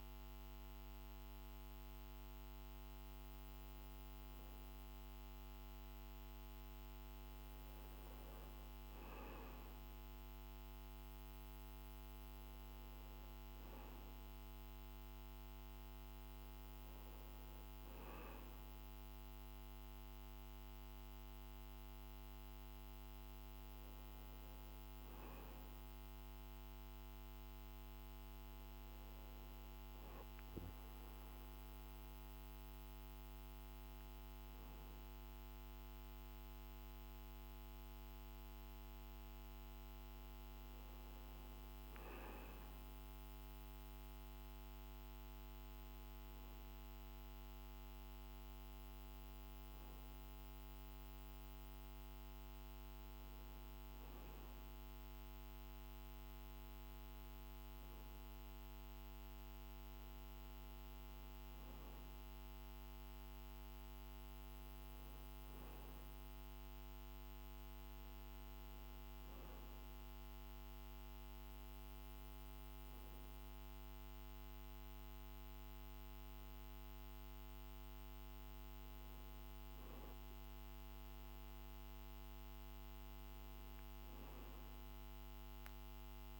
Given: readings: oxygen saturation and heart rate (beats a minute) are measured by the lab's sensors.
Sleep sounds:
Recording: breathing in sleep, hard to hear, by a microphone on the trachea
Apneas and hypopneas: none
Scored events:
26.00-86.39 s: new sleep stage, N2 (light sleep)
From the record:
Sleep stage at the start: N1 (lightest sleep)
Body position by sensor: on the back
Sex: male

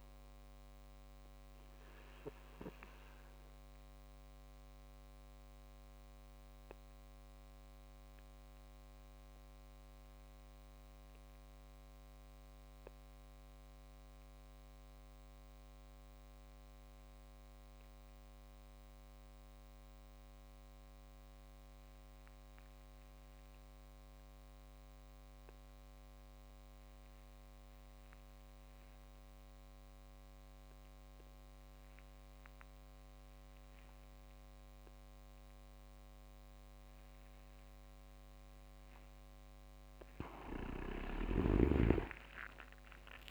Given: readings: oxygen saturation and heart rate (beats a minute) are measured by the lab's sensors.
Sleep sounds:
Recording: breathing in sleep by a microphone on the trachea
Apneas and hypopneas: 1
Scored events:
0.00-6.00 s: tachycardia (device-marked)
2.50-38.50 s: mixed apnea (oxygen 97% before, 94% lowest)
32.00-43.31 s: oxygen desaturation (device-marked, oxygen 99% before, 94% lowest)
40.50-43.31 s: arousal
40.50-43.31 s: leg movement (device-marked)
From the record:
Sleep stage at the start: N2 (light sleep)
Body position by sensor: on the back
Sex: male

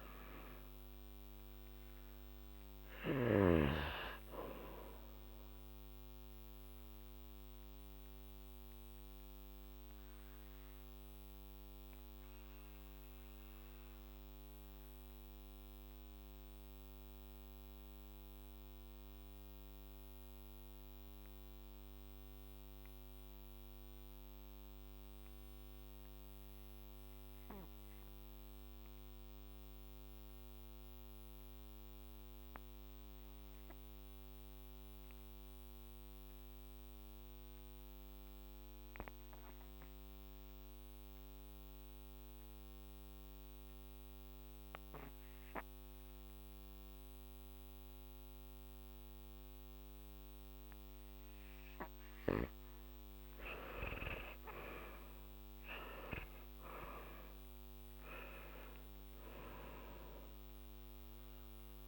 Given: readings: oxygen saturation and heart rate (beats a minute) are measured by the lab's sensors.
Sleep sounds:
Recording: breathing in sleep by a microphone on the trachea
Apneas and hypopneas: 1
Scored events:
7.00-50.00 s: obstructive apnea (oxygen 99% before, 88% lowest, heart rate 52 before, 47 extreme, up 7 after)
27.00-41.00 s: oxygen desaturation (device-marked, oxygen 98% before, 90% lowest, heart rate 48 before, 47 extreme)
53.50-58.50 s: arousal
From the record:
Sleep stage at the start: REM sleep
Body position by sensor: on the back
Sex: male

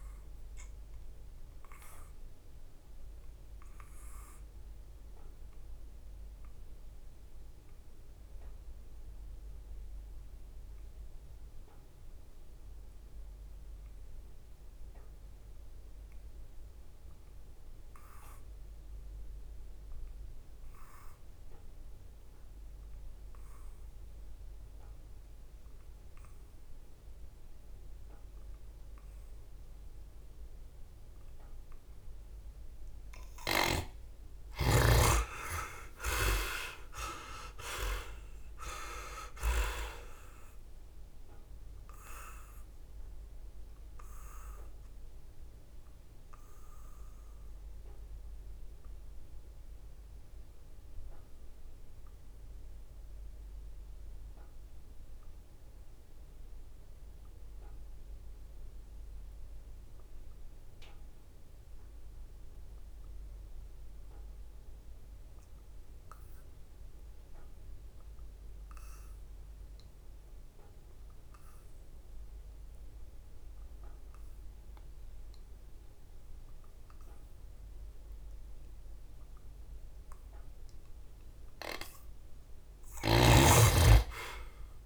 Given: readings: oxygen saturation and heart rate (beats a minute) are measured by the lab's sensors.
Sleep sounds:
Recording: breathing in sleep by a room microphone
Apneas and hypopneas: 2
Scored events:
0.00-16.00 s: oxygen desaturation (device-marked, oxygen 66% lowest, heart rate 68 extreme)
0.50-31.50 s: obstructive apnea (oxygen 96% before, 63% lowest, heart rate 71 before, 64 extreme, up 7 after)
18.00-29.00 s: oxygen desaturation (device-marked, oxygen 97% before, 80% lowest, heart rate 73 before, 64 extreme)
31.00-59.00 s: oxygen desaturation (device-marked, oxygen 89% before, 63% lowest, heart rate 69 before, 64 extreme)
33.50-38.00 s: arousal
42.50-80.00 s: obstructive apnea (oxygen 97% before, 62% lowest, heart rate 72 before, 64 extreme, up 15 after)
61.00-84.86 s: oxygen desaturation (device-marked, oxygen 98% before, 63% lowest, heart rate 72 before, 66 extreme)
81.50-84.86 s: arousal
From the record:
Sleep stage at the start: N2 (light sleep)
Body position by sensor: on the back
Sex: male

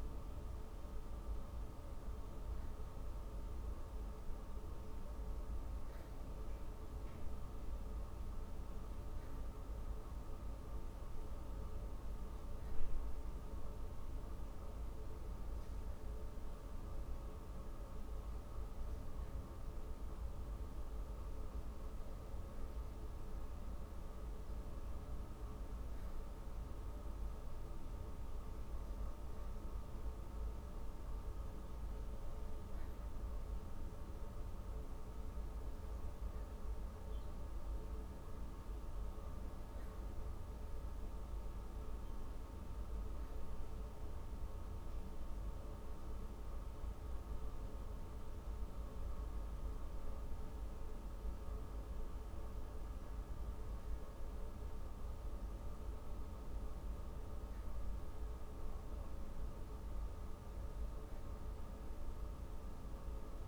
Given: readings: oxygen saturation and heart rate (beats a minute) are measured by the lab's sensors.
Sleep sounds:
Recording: breathing in sleep, hard to hear, by a room microphone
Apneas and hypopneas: none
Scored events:
none scored
From the record:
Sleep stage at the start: N2 (light sleep)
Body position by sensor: on the back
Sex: female

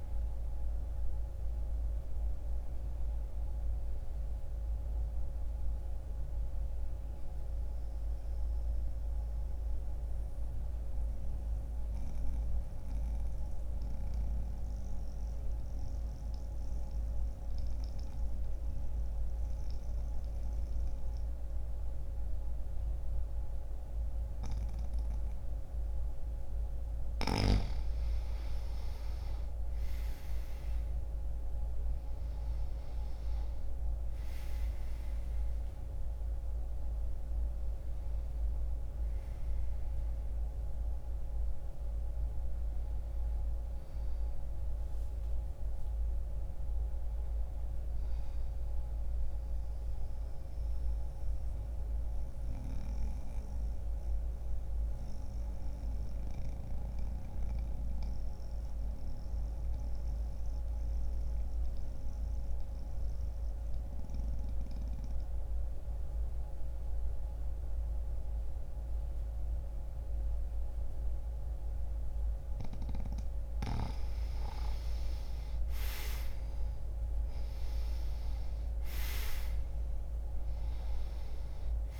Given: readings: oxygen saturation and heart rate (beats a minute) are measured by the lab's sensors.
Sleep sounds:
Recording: breathing in sleep, hard to hear, by a room microphone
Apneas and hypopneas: 2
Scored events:
0.00-20.50 s: oxygen desaturation (device-marked, oxygen 86% lowest, heart rate 44 extreme)
4.00-26.50 s: mixed apnea (oxygen 96% before, 86% lowest, heart rate 57 before, 44 extreme, up 0 after)
29.00-33.00 s: arousal
49.00-72.50 s: mixed apnea (oxygen 98% before, 87% lowest, heart rate 58 before, 53 extreme, up 0 after)
50.50-59.50 s: oxygen desaturation (device-marked, oxygen 95% before, 89% lowest, heart rate 58 before, 53 extreme)
74.50-79.00 s: arousal
77.50-82.00 s: oxygen desaturation (device-marked, oxygen 97% before, 87% lowest, heart rate 63 before, 44 extreme)
From the record:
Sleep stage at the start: N2 (light sleep)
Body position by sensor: on the back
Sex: male

